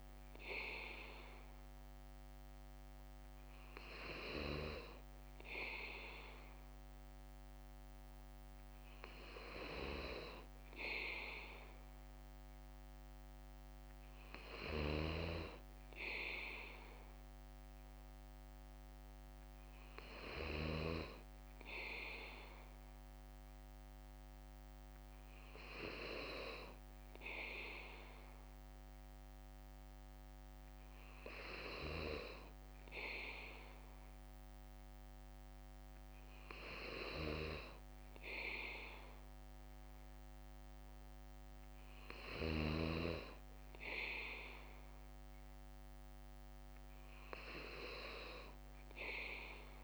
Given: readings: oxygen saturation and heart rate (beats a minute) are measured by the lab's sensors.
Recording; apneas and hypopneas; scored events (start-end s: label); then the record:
breathing in sleep by a microphone on the trachea; none
0.00-1.50 s: bradycardia (device-marked, heart rate 59 extreme)
2.50-8.50 s: bradycardia (device-marked, heart rate 58 before, 58 extreme)
From the record:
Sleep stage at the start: N3 (deep sleep); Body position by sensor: on the back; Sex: male